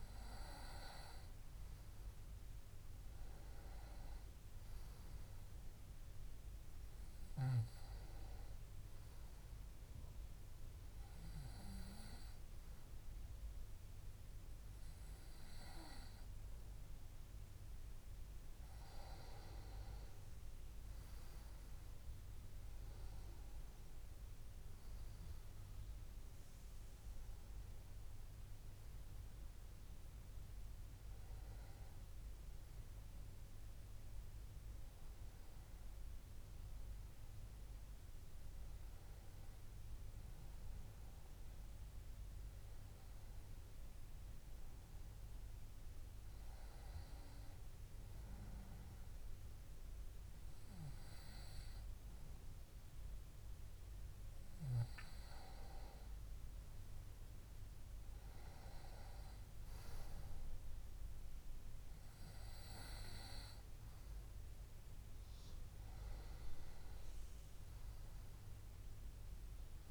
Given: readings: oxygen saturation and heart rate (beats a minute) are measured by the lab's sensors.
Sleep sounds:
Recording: breathing in sleep by a room microphone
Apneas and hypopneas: none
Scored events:
50.00-69.91 s: new sleep stage, N2 (light sleep)
From the record:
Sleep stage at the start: N1 (lightest sleep)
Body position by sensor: on the back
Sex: male

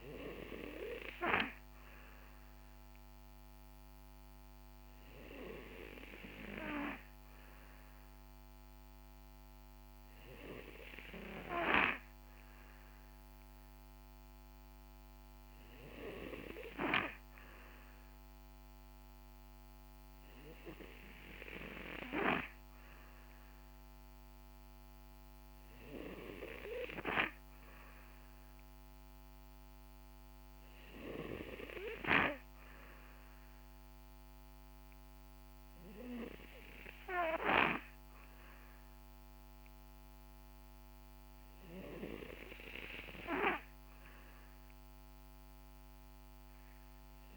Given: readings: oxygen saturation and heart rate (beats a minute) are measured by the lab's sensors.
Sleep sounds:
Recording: breathing in sleep by a microphone on the trachea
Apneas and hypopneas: none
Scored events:
none scored
From the record:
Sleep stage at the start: N2 (light sleep)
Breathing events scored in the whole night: 68 in 7.1 hours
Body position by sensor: on the back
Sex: male

